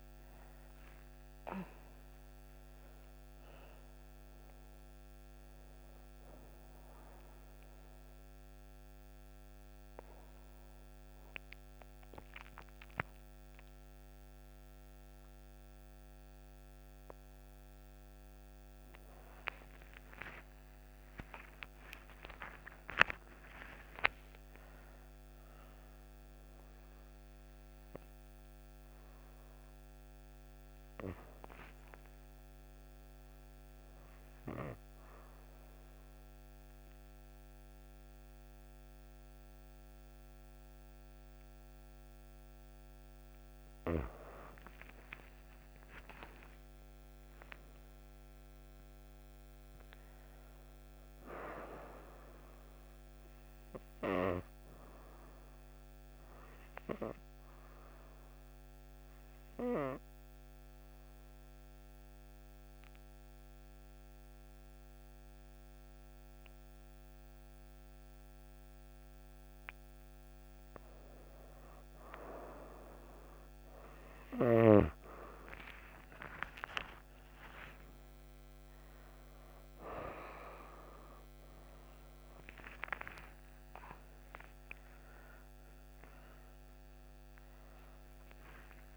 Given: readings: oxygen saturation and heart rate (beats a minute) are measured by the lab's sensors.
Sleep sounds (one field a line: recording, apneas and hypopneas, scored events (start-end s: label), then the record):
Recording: breathing in sleep by a microphone on the trachea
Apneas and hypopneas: 2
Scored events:
0.00-2.00 s: arousal
0.00-12.50 s: oxygen desaturation (device-marked, oxygen 92% lowest)
6.50-18.00 s: obstructive apnea (oxygen 98% before, 91% lowest)
14.50-21.50 s: oxygen desaturation (device-marked, oxygen 95% before, 91% lowest)
20.00-24.50 s: arousal
44.50-49.00 s: arousal
57.00-70.50 s: obstructive apnea (oxygen 99% before, 95% lowest)
70.50-75.50 s: oxygen desaturation (device-marked, oxygen 98% before, 95% lowest, heart rate 109 before, 49 extreme)
75.50-82.50 s: arousal
From the record:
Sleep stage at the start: N2 (light sleep)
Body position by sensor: on the right side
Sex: female